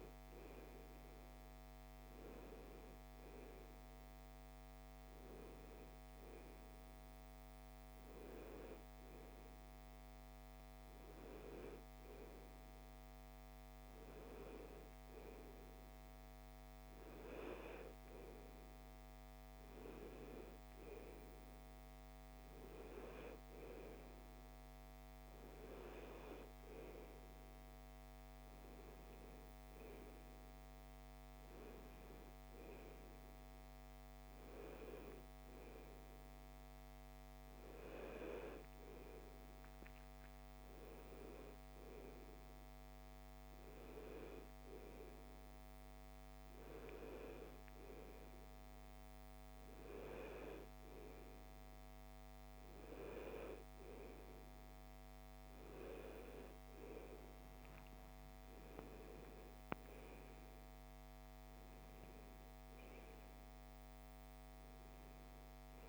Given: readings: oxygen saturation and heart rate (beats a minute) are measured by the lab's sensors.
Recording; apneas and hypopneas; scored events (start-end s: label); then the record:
breathing in sleep by a microphone on the trachea; none
none scored
From the record:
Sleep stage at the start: N2 (light sleep); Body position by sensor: on the right side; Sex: female